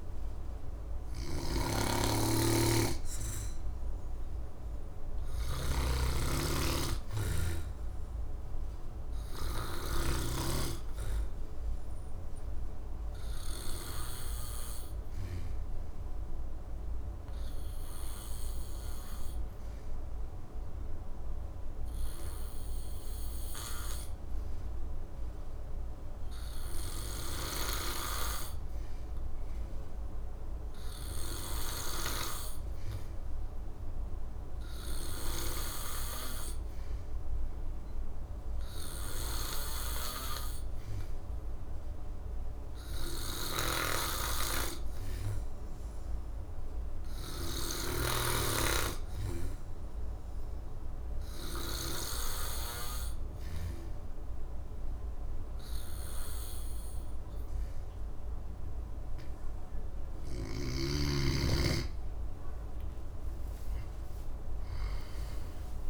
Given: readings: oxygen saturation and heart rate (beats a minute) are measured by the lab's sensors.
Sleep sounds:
breathing in sleep by a room microphone; 1
0.00-10.00 s: snoring (device-marked)
0.00-25.00 s: oxygen desaturation (device-marked, oxygen 93% lowest, heart rate 63 extreme)
13.50-59.00 s: obstructive apnea (oxygen 99% before, 92% lowest, heart rate 69 before, 63 extreme, up 14 after)
42.00-65.90 s: oxygen desaturation (device-marked, oxygen 97% before, 93% lowest, heart rate 66 before, 66 extreme)
43.00-53.50 s: snoring (device-marked)
62.50-65.90 s: arousal
From the record:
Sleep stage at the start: N2 (light sleep); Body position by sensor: on the back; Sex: male

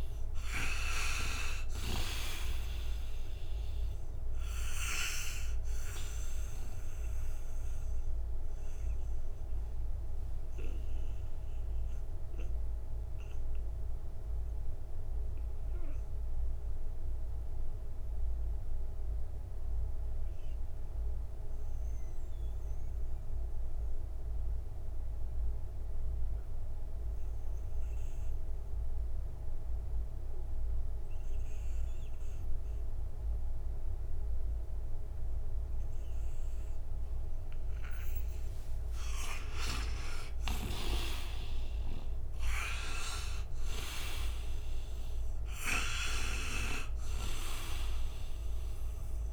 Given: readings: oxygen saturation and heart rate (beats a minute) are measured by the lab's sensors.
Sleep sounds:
breathing in sleep by a room microphone; 1
0.00-2.00 s: snoring (device-marked)
0.00-27.50 s: oxygen desaturation (device-marked, oxygen 79% lowest, heart rate 58 extreme)
7.50-38.00 s: mixed apnea (oxygen 98% before, 79% lowest, heart rate 88 before, 58 extreme, up 24 after)
39.00-42.50 s: arousal
40.50-49.33 s: oxygen desaturation (device-marked, oxygen 98% before, 82% lowest, heart rate 64 before, 57 extreme)
From the record:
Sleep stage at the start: N2 (light sleep); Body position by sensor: on the right side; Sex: male

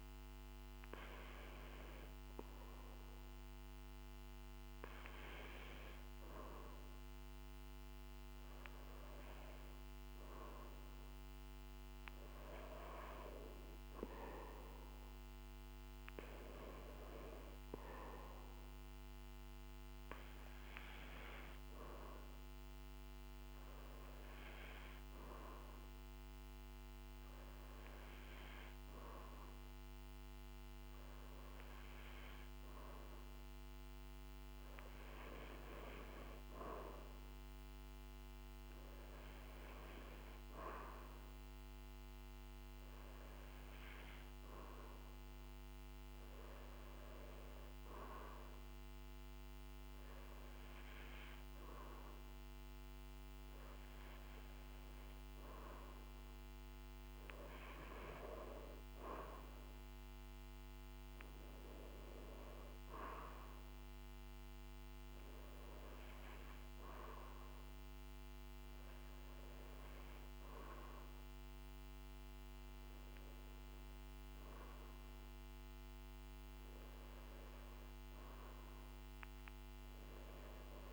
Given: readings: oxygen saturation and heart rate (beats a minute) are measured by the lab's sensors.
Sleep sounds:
breathing in sleep by a microphone on the trachea; none
none scored
From the record:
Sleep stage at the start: N2 (light sleep); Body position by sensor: on the back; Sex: male

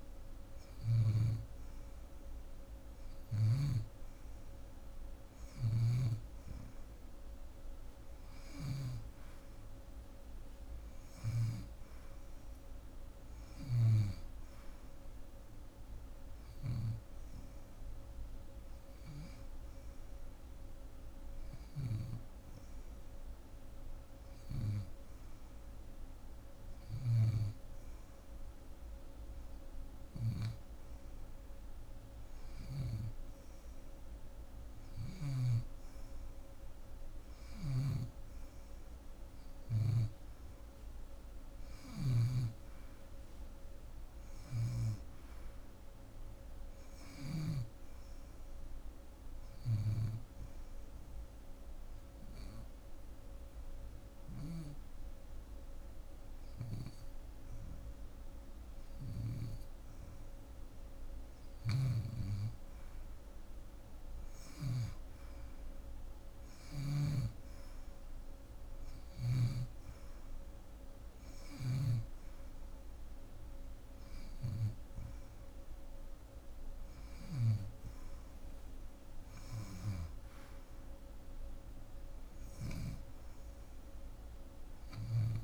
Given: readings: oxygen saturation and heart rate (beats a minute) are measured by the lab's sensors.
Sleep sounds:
breathing in sleep by a room microphone; 2
5.00-8.50 s: snoring (device-marked)
13.00-30.00 s: snoring (device-marked)
20.50-31.00 s: hypopnea (oxygen 90% before, 88% lowest)
34.00-38.50 s: arousal
37.00-41.50 s: snoring (device-marked)
43.50-47.00 s: snoring (device-marked)
48.50-59.00 s: hypopnea (oxygen 91% before, 88% lowest)
61.00-69.00 s: snoring (device-marked)
63.00-67.50 s: arousal
71.00-82.50 s: snoring (device-marked)
From the record:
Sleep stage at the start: N2 (light sleep); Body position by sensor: on the left side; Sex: female

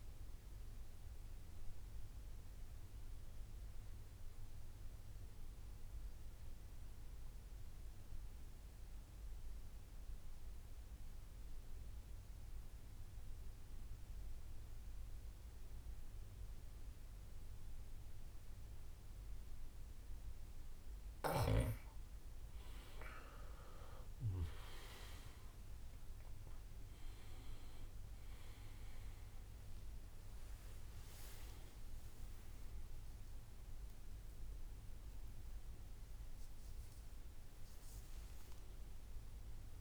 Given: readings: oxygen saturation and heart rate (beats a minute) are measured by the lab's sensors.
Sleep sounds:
breathing in sleep by a room microphone; 1
0.00-8.50 s: oxygen desaturation (device-marked, oxygen 87% lowest, heart rate 55 extreme)
0.00-11.50 s: bradycardia (device-marked, heart rate 55 extreme)
2.50-22.00 s: obstructive apnea (oxygen 98% before, 88% lowest, heart rate 75 before, 55 extreme, up 10 after)
23.50-28.50 s: arousal
23.50-35.50 s: drop in pulse transit time (device-marked, heart rate 59 before, 63 extreme)
25.50-39.81 s: oxygen desaturation (device-marked, oxygen 99% before, 89% lowest, heart rate 59 before, 59 extreme)
From the record:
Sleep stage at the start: N2 (light sleep); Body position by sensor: on the back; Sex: male

